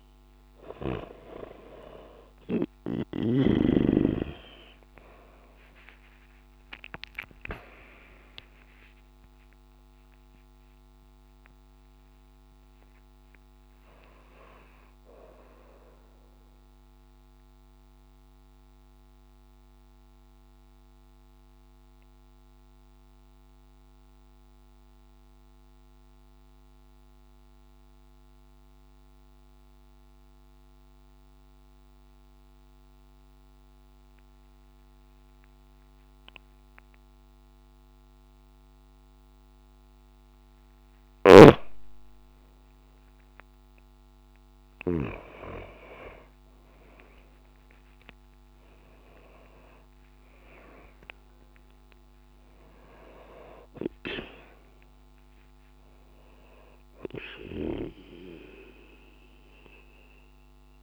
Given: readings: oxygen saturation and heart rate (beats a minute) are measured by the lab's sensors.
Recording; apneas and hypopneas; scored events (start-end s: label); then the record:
breathing in sleep by a microphone on the trachea; 1
0.00-2.00 s: arousal
0.00-3.00 s: snoring (device-marked)
0.00-34.50 s: oxygen desaturation (device-marked, oxygen 90% lowest)
8.50-10.50 s: long interval between heartbeats (device-marked)
12.00-14.00 s: long interval between heartbeats (device-marked)
16.50-18.50 s: long interval between heartbeats (device-marked)
17.00-39.50 s: mixed apnea (oxygen 97% before, 90% lowest)
19.00-21.00 s: long interval between heartbeats (device-marked)
22.50-24.50 s: long interval between heartbeats (device-marked, heart rate 40 before, 76 extreme)
27.00-29.00 s: long interval between heartbeats (device-marked, heart rate 50 before, 36 extreme)
41.50-46.50 s: arousal
42.50-44.50 s: long interval between heartbeats (device-marked)
47.50-60.83 s: oxygen desaturation (device-marked, oxygen 97% before, 92% lowest)
50.50-52.50 s: long interval between heartbeats (device-marked)
From the record:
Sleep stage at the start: N2 (light sleep); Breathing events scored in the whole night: 151 in 4.4 hours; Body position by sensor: on the back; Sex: female